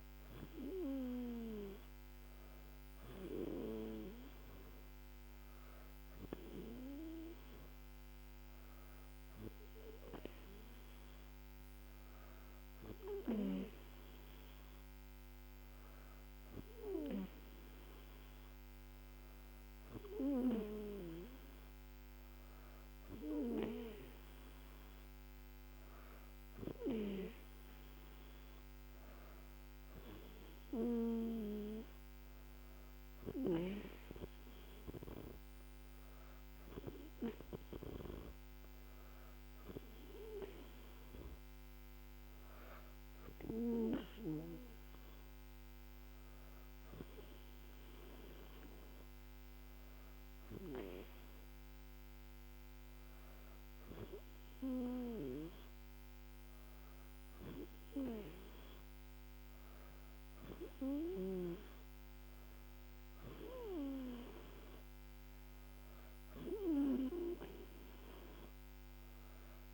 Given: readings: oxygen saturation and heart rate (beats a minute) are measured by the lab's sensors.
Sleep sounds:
breathing in sleep by a microphone on the trachea; none
none scored
From the record:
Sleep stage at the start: N2 (light sleep); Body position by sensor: on the back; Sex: female

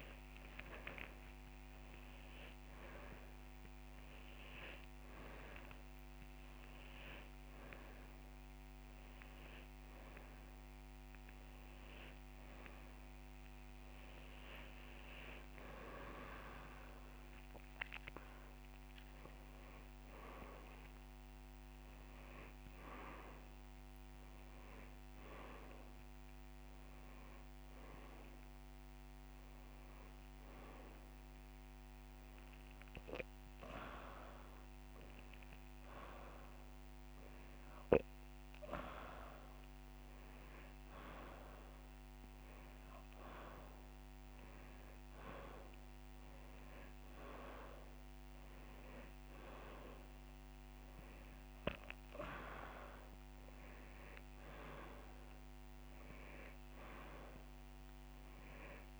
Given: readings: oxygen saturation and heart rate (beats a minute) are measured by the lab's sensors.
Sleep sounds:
breathing in sleep by a microphone on the trachea; none
4.00-13.00 s: drop in pulse transit time (device-marked)
25.00-35.00 s: drop in pulse transit time (device-marked)
34.50-36.50 s: long interval between heartbeats (device-marked)
40.00-42.00 s: long interval between heartbeats (device-marked)
53.00-58.99 s: drop in pulse transit time (device-marked)
From the record:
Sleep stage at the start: N2 (light sleep); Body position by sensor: on the back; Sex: male

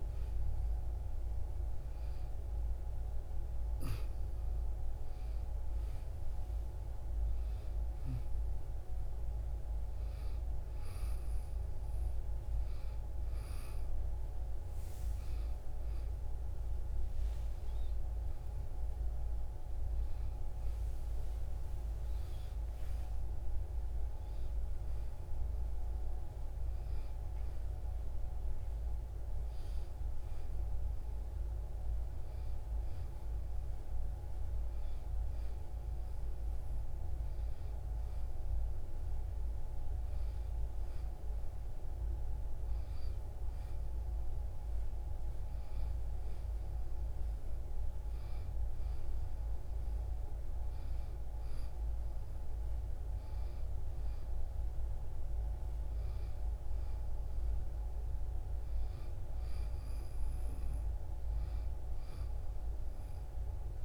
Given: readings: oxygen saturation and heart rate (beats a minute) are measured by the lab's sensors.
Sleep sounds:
breathing in sleep, hard to hear, by a room microphone; none
16.50-21.00 s: arousal
From the record:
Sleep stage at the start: N1 (lightest sleep); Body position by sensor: on the back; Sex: female

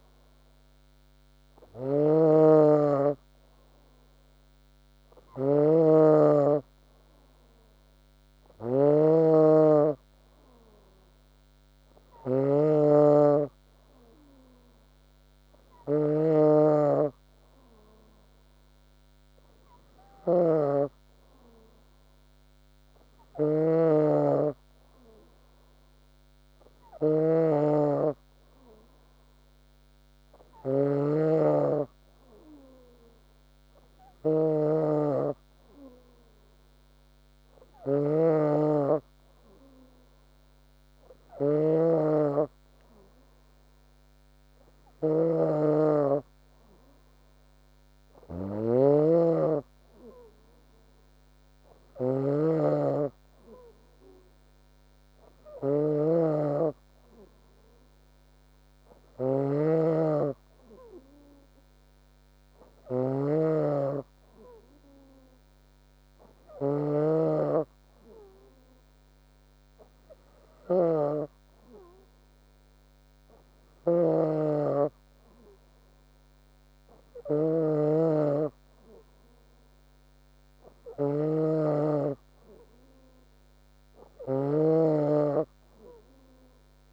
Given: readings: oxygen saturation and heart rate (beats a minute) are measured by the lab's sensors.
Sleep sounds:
breathing in sleep by a microphone on the trachea; none
72.50-86.93 s: new sleep stage, awake
82.00-84.00 s: long interval between heartbeats (device-marked, heart rate 71 before, 79 extreme)
From the record:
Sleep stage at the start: N2 (light sleep); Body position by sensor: on the back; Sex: female

